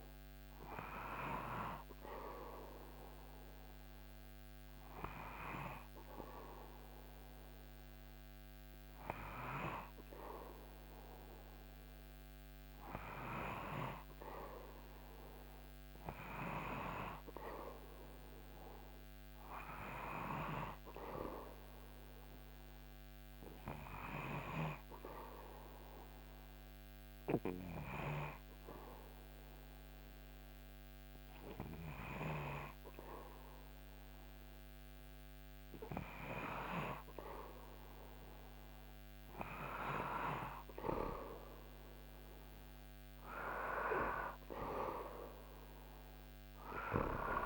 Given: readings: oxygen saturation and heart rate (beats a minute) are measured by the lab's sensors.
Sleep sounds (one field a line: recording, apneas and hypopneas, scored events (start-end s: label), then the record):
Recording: breathing in sleep by a microphone on the trachea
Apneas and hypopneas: 1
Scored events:
22.50-36.00 s: obstructive apnea (oxygen 97% before, 94% lowest, heart rate 78 before, 74 extreme, up 4 after)
38.50-42.00 s: arousal
From the record:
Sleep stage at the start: N2 (light sleep)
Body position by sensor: on the back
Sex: male